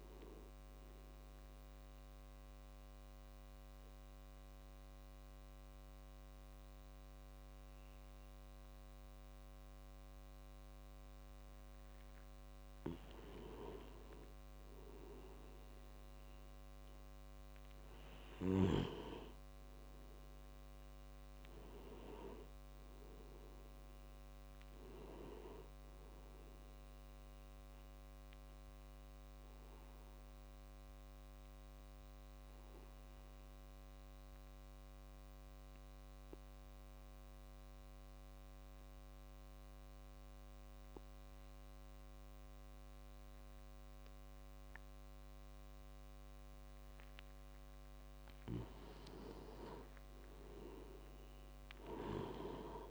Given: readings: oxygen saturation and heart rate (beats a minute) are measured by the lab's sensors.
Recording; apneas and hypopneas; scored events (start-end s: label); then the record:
breathing in sleep by a microphone on the trachea; 2
0.00-5.50 s: oxygen desaturation (device-marked, oxygen 88% lowest)
1.00-12.00 s: obstructive apnea (oxygen 96% before, 90% lowest)
14.00-17.50 s: arousal
20.50-35.50 s: oxygen desaturation (device-marked, oxygen 98% before, 95% lowest)
30.50-47.00 s: obstructive apnea (oxygen 98% before, 90% lowest)
49.50-52.91 s: arousal
50.50-52.91 s: oxygen desaturation (device-marked, oxygen 97% before, 90% lowest)
From the record:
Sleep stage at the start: N2 (light sleep); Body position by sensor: on the back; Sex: male